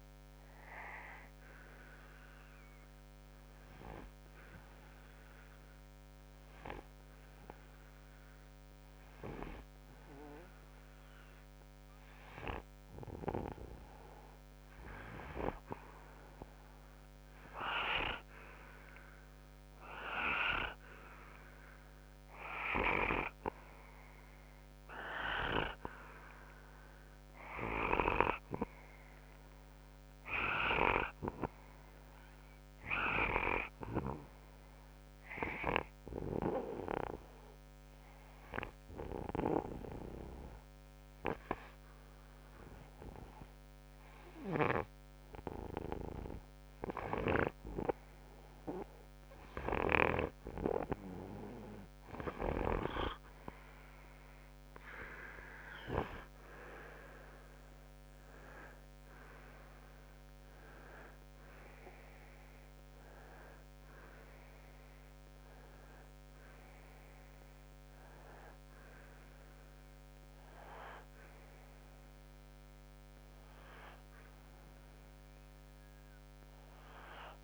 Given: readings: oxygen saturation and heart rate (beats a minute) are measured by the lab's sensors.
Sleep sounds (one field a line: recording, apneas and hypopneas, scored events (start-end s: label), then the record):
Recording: breathing in sleep by a microphone on the trachea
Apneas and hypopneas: 2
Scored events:
0.00-11.00 s: oxygen desaturation (device-marked, oxygen 91% lowest, heart rate 53 extreme)
0.50-13.50 s: hypopnea (oxygen 96% before, 91% lowest, heart rate 63 before, 53 extreme, up 0 after)
17.00-21.50 s: arousal
34.50-48.00 s: hypopnea (oxygen 95% before, 91% lowest, heart rate 61 before, 63 extreme, up 2 after)
55.00-59.50 s: arousal
62.00-70.00 s: oxygen desaturation (device-marked, oxygen 94% before, 91% lowest, heart rate 65 before, 59 extreme)
From the record:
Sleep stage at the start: N2 (light sleep)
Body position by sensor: on the right side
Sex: male